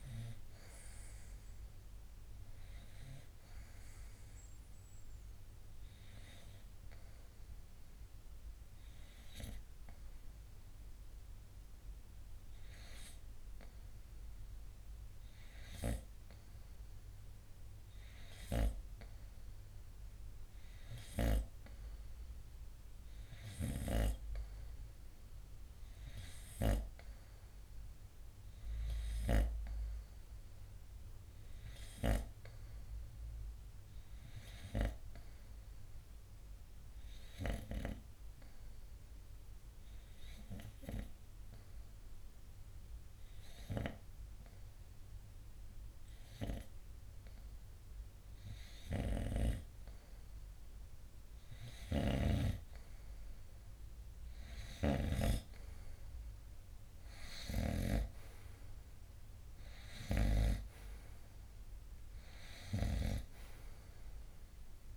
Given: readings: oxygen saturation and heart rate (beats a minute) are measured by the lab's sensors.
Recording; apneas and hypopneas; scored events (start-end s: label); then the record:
breathing in sleep by a room microphone; 2
0.00-2.00 s: oxygen desaturation (device-marked, oxygen 91% lowest, heart rate 62 extreme)
3.00-14.50 s: hypopnea (oxygen 96% before, 91% lowest, heart rate 67 before, 62 extreme, up 2 after)
18.00-21.50 s: arousal
35.50-49.00 s: obstructive apnea (oxygen 95% before, 90% lowest, heart rate 66 before, 64 extreme, up 3 after)
53.00-55.50 s: arousal
54.50-64.97 s: snoring (device-marked)
From the record:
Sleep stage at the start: N2 (light sleep); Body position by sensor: on the front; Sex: male